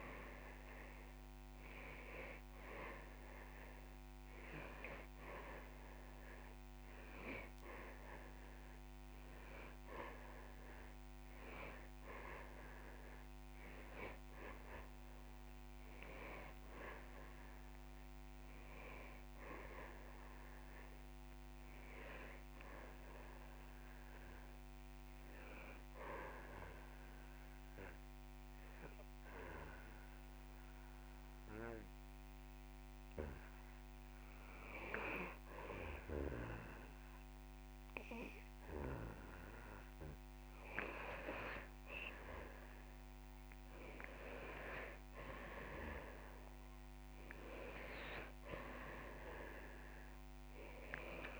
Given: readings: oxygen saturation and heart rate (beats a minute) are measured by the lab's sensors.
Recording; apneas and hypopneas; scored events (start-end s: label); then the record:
breathing in sleep by a microphone on the trachea; 1
1.50-5.00 s: arousal
16.50-18.50 s: long interval between heartbeats (device-marked)
27.00-41.00 s: hypopnea (oxygen 99% before, 94% lowest)
34.00-36.00 s: long interval between heartbeats (device-marked)
44.00-48.00 s: arousal
From the record:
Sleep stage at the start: N2 (light sleep); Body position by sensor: on the back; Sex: male